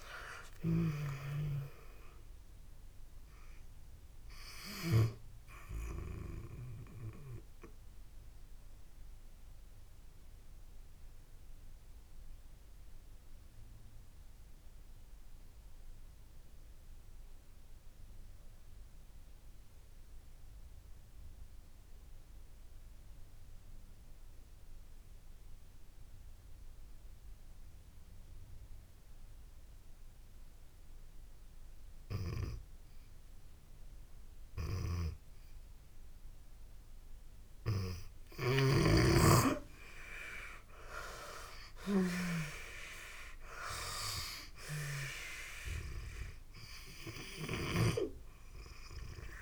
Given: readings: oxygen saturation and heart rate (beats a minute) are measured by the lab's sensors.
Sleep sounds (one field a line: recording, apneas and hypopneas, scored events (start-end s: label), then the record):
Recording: breathing in sleep by a room microphone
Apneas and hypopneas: 1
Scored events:
0.00-29.00 s: oxygen desaturation (device-marked, oxygen 79% lowest)
6.50-34.00 s: obstructive apnea (oxygen 97% before, 79% lowest)
37.00-49.42 s: oxygen desaturation (device-marked, oxygen 98% before, 83% lowest)
38.00-41.50 s: arousal
47.00-49.42 s: snoring (device-marked)
From the record:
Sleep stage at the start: N2 (light sleep)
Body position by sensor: on the back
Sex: female